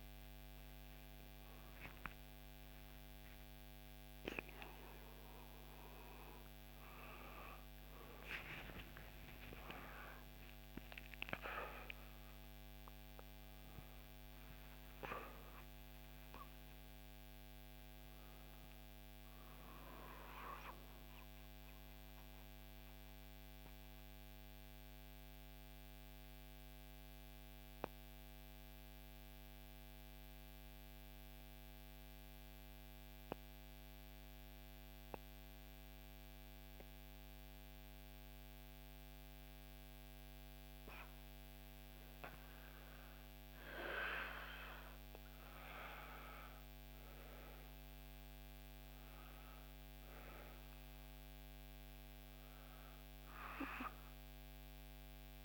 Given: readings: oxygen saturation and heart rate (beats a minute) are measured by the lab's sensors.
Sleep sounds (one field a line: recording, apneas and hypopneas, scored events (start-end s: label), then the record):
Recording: breathing in sleep by a microphone on the trachea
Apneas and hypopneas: 1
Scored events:
0.00-11.50 s: oxygen desaturation (device-marked, oxygen 88% lowest, heart rate 59 extreme)
12.00-16.50 s: arousal
19.50-42.00 s: mixed apnea (oxygen 99% before, 92% lowest, heart rate 65 before, 59 extreme, up 5 after)
40.50-55.45 s: oxygen desaturation (device-marked, oxygen 99% before, 94% lowest, heart rate 62 before, 60 extreme)
43.50-47.50 s: arousal
From the record:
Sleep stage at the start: N2 (light sleep)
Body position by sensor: on the back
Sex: female